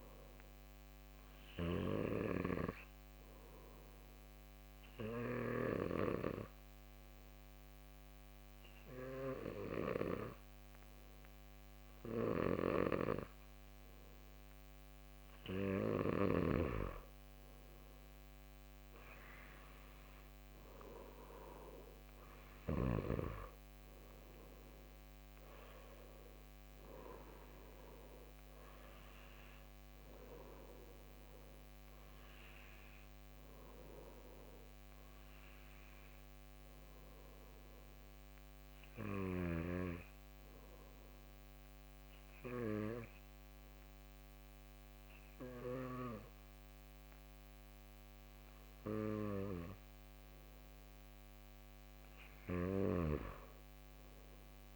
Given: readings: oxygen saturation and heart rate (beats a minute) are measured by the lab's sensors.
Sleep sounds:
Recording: breathing in sleep by a microphone on the trachea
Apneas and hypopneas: 2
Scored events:
3.00-15.50 s: obstructive apnea (oxygen 97% before, 94% lowest)
17.00-21.00 s: arousal
39.00-50.50 s: obstructive apnea (oxygen 96% before, 94% lowest, heart rate 109 before, 116 extreme, up 41 after)
From the record:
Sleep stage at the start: N2 (light sleep)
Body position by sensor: on the back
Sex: male

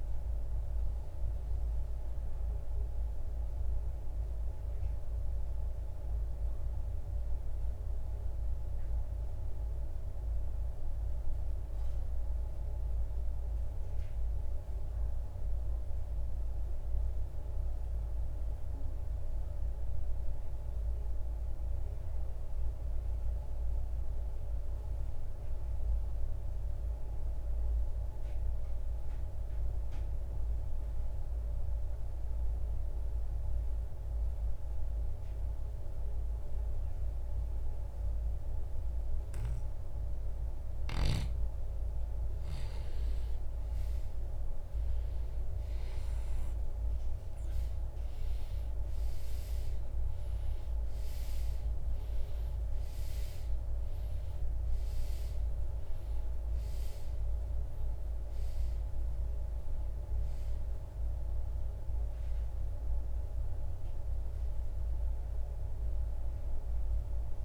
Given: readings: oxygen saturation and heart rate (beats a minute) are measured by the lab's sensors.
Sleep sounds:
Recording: breathing in sleep, hard to hear, by a room microphone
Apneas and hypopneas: 1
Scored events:
0.00-19.00 s: oxygen desaturation (device-marked, oxygen 83% lowest, heart rate 46 extreme)
2.00-40.00 s: mixed apnea (oxygen 98% before, 81% lowest, heart rate 73 before, 46 extreme, up 13 after)
41.50-47.00 s: arousal
48.00-60.00 s: oxygen desaturation (device-marked, oxygen 97% before, 93% lowest, heart rate 56 before, 64 extreme)
From the record:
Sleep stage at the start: REM sleep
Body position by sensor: on the right side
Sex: male

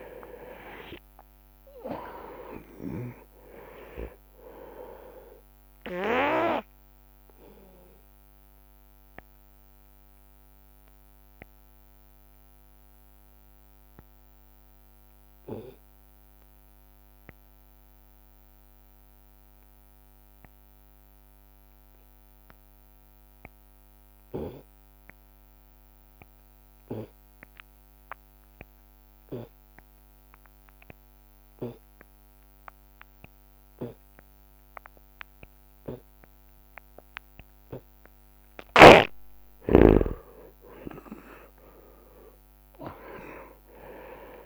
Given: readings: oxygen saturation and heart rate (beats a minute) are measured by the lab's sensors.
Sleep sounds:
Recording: breathing in sleep by a microphone on the trachea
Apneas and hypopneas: 1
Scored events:
0.00-2.00 s: arousal
0.00-3.50 s: snoring (device-marked)
9.50-37.50 s: obstructive apnea (oxygen 98% before, 88% lowest)
21.00-32.00 s: oxygen desaturation (device-marked, oxygen 96% before, 89% lowest)
40.00-44.46 s: arousal
From the record:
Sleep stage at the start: N2 (light sleep)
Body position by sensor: on the right side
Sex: male

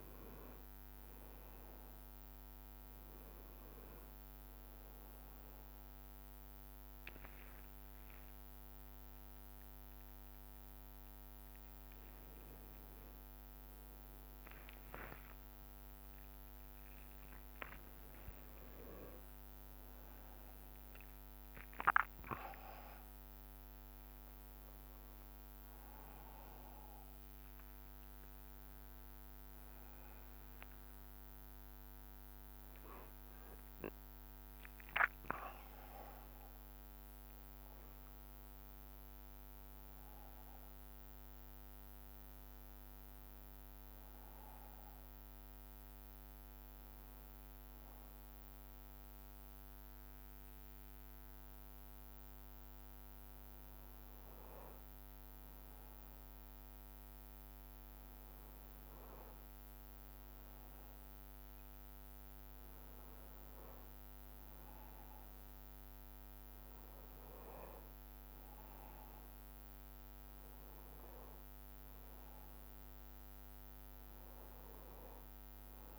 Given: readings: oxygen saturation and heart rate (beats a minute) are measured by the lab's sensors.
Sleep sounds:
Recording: a person partly awake in a sleep study, by a microphone on the trachea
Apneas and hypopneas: none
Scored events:
26.50-75.98 s: new sleep stage, N1 (lightest sleep)
From the record:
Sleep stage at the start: awake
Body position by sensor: on the back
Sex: male

